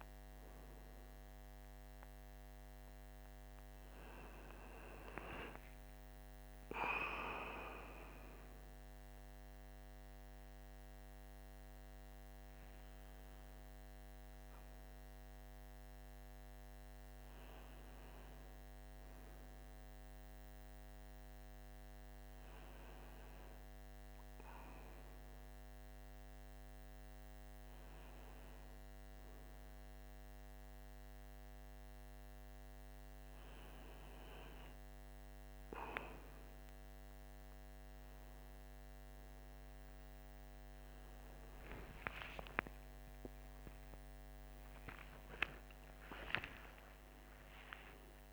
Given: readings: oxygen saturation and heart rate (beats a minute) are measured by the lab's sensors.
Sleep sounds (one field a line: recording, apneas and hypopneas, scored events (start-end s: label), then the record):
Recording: a person awake in a sleep study, by a microphone on the trachea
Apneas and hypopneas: none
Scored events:
44.00-48.00 s: tachycardia (device-marked, heart rate 50 before, 120 extreme)
From the record:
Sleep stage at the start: awake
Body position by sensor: on the right side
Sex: male